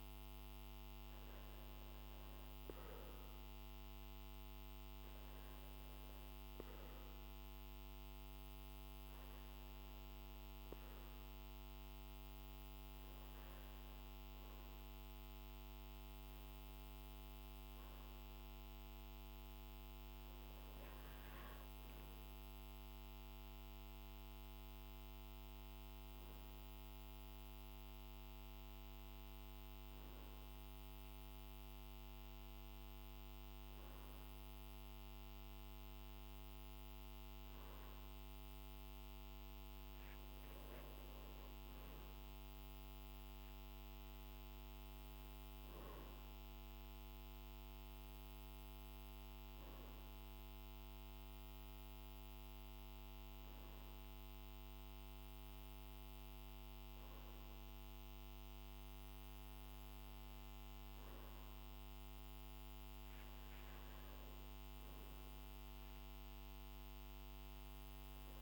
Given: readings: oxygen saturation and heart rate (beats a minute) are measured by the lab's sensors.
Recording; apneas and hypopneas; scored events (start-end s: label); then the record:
breathing in sleep, hard to hear, by a microphone on the trachea; none
none scored
From the record:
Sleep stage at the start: N2 (light sleep); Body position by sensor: on the back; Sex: male